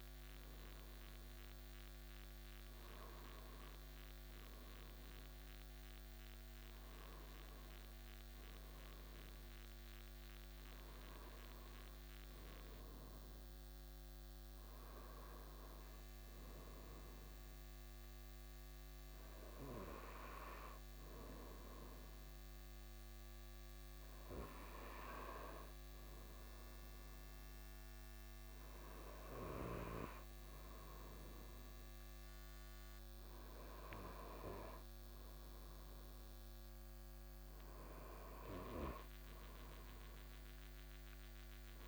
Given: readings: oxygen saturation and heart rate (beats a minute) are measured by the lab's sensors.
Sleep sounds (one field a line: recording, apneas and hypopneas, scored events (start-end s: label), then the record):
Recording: breathing in sleep by a microphone on the trachea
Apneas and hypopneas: none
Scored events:
none scored
From the record:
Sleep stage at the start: N2 (light sleep)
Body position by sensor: on the right side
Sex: male